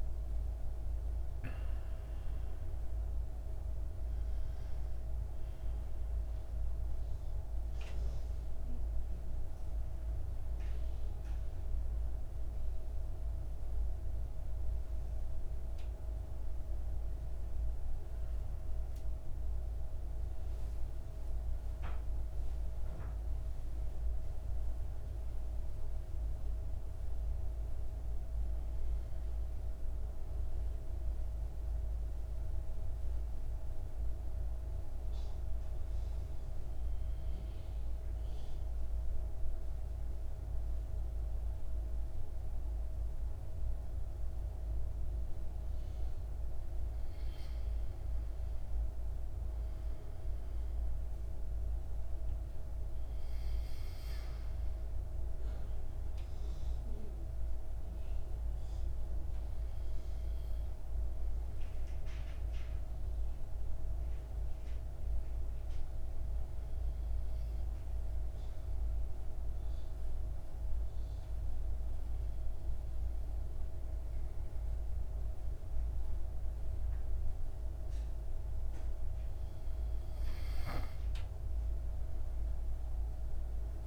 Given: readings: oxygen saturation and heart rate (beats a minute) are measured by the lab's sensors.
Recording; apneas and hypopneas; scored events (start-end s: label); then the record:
breathing in sleep, hard to hear, by a room microphone; 2
0.00-1.00 s: arousal
2.50-13.50 s: oxygen desaturation (device-marked, oxygen 97% before, 92% lowest, heart rate 59 before, 56 extreme)
24.50-27.50 s: arousal
30.50-47.00 s: hypopnea (oxygen 98% before, 92% lowest, heart rate 60 before, 55 extreme, up 4 after)
48.50-70.50 s: oxygen desaturation (device-marked, oxygen 97% before, 92% lowest, heart rate 61 before, 55 extreme)
49.50-52.50 s: arousal
61.50-79.00 s: obstructive apnea (oxygen 97% before, 89% lowest, heart rate 59 before, 55 extreme, up 8 after)
81.50-83.87 s: arousal
82.50-83.87 s: oxygen desaturation (device-marked, oxygen 97% before, 92% lowest, heart rate 56 before, 56 extreme)
From the record:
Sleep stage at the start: N2 (light sleep); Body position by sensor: on the back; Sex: male